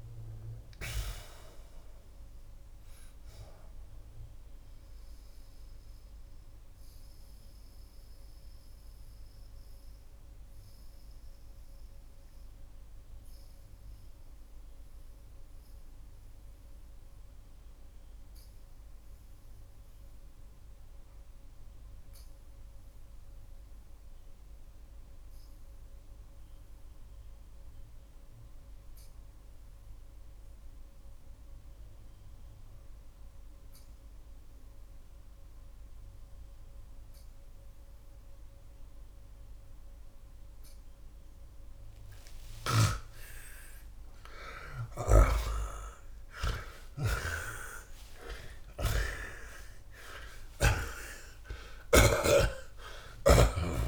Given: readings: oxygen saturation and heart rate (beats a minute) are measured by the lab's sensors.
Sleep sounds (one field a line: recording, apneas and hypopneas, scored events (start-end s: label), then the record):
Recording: breathing in sleep by a room microphone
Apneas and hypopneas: 1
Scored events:
4.00-41.50 s: mixed apnea (oxygen 94% before, 74% lowest)
30.50-36.50 s: oxygen desaturation (device-marked, oxygen 88% before, 85% lowest)
44.50-51.50 s: arousal
44.50-52.00 s: snoring (device-marked)
52.50-53.88 s: oxygen desaturation (device-marked, oxygen 92% before, 81% lowest)
From the record:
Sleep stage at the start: REM sleep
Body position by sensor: on the back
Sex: male